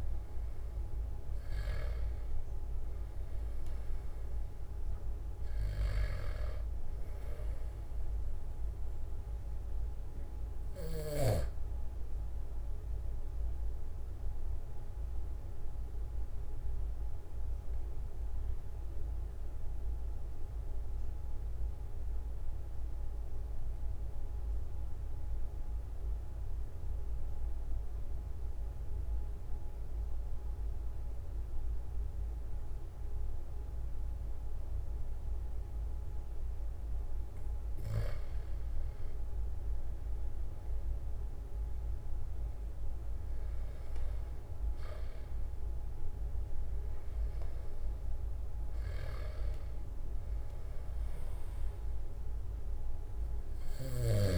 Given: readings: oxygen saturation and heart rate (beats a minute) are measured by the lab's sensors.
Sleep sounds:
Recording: breathing in sleep by a room microphone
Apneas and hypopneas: 1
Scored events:
6.00-11.50 s: snoring (device-marked)
14.00-36.00 s: obstructive apnea (oxygen 97% before, 92% lowest, heart rate 45 before, 43 extreme, up 3 after)
39.00-44.00 s: arousal
From the record:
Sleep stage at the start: N2 (light sleep)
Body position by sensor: on the back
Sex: male

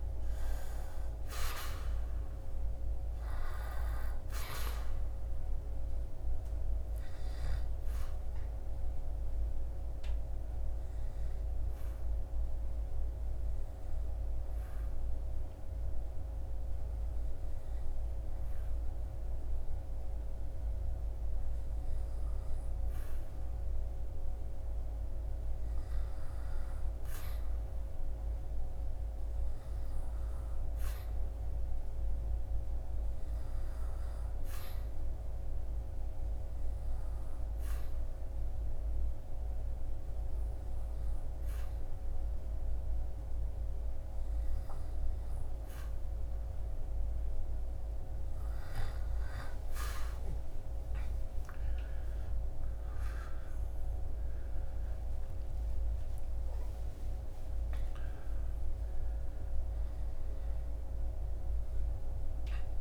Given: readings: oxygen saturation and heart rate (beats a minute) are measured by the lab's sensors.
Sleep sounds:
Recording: breathing in sleep, hard to hear, by a room microphone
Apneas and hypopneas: 2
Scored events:
0.00-1.00 s: arousal
7.00-24.00 s: obstructive apnea (oxygen 98% before, 94% lowest, heart rate 70 before, 61 extreme, up 6 after)
36.00-46.50 s: obstructive apnea (oxygen 98% before, 95% lowest, heart rate 65 before, 68 extreme, up 18 after)
49.50-55.00 s: arousal
From the record:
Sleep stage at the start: N2 (light sleep)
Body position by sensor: on the back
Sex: male

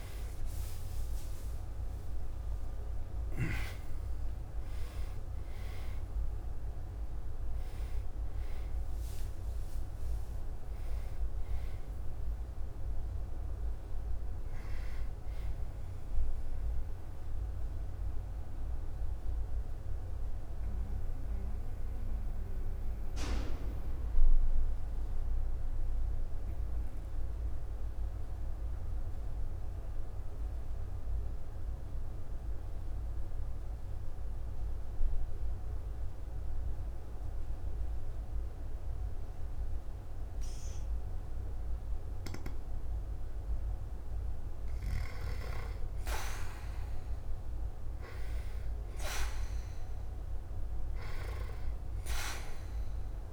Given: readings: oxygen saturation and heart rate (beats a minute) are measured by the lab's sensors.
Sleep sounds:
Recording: breathing in sleep by a room microphone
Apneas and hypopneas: 1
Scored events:
0.00-9.50 s: oxygen desaturation (device-marked, oxygen 94% lowest, heart rate 53 extreme)
19.50-41.50 s: obstructive apnea (oxygen 98% before, 91% lowest, heart rate 59 before, 51 extreme, up 1 after)
26.50-38.50 s: oxygen desaturation (device-marked, oxygen 96% before, 91% lowest, heart rate 58 before, 51 extreme)
44.50-49.00 s: arousal
From the record:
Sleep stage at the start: N2 (light sleep)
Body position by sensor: on the back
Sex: male

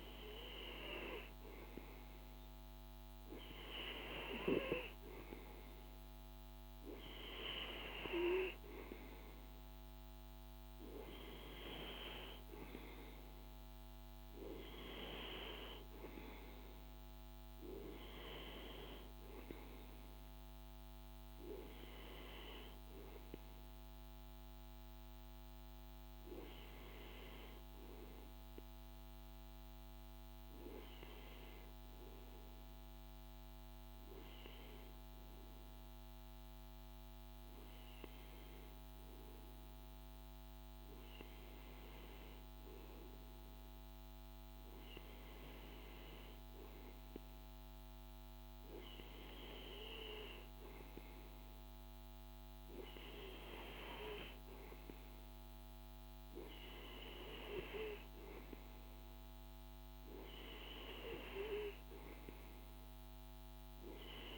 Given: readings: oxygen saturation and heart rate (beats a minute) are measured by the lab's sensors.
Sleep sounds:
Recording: breathing in sleep by a microphone on the trachea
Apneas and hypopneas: 1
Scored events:
2.00-26.00 s: oxygen desaturation (device-marked, oxygen 97% before, 93% lowest, heart rate 53 before, 53 extreme)
29.50-43.00 s: hypopnea (oxygen 97% before, 94% lowest, heart rate 55 before, 53 extreme, up 2 after)
45.00-49.50 s: arousal
From the record:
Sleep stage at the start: N2 (light sleep)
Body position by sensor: on the right side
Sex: male

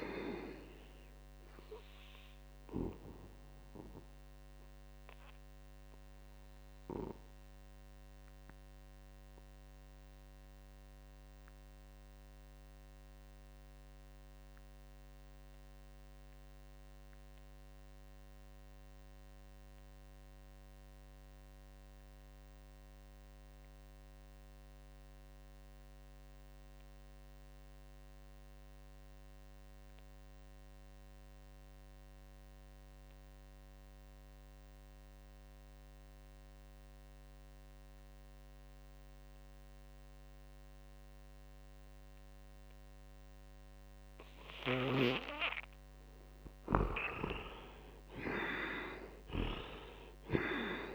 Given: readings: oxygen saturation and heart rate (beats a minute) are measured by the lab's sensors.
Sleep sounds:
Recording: breathing in sleep by a microphone on the trachea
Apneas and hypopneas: 1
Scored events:
0.00-16.50 s: oxygen desaturation (device-marked, oxygen 64% lowest, heart rate 60 extreme)
0.50-44.00 s: obstructive apnea (oxygen 86% before, 60% lowest, heart rate 66 before, 56 extreme, up 19 after)
18.50-50.95 s: oxygen desaturation (device-marked, oxygen 99% before, 60% lowest, heart rate 83 before, 56 extreme)
45.50-49.50 s: arousal
From the record:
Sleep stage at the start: N2 (light sleep)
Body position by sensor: on the back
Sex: male

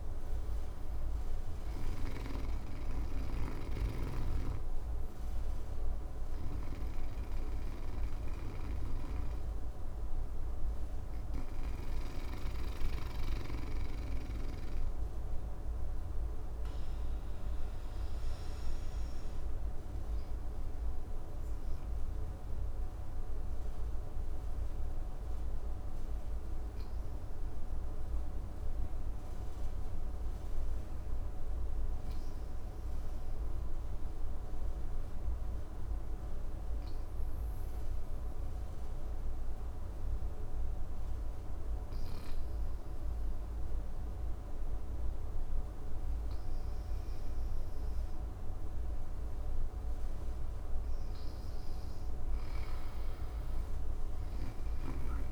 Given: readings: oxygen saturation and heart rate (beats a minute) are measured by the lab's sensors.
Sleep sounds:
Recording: breathing in sleep, hard to hear, by a room microphone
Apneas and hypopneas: 1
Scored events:
0.00-16.50 s: oxygen desaturation (device-marked, oxygen 95% lowest, heart rate 54 extreme)
6.00-11.00 s: snoring (device-marked)
16.00-50.50 s: obstructive apnea (oxygen 98% before, 92% lowest, heart rate 63 before, 54 extreme, up 14 after)
36.50-55.32 s: oxygen desaturation (device-marked, oxygen 99% before, 92% lowest, heart rate 57 before, 53 extreme)
52.00-55.32 s: arousal
From the record:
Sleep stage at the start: N2 (light sleep)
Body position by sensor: on the back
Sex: male

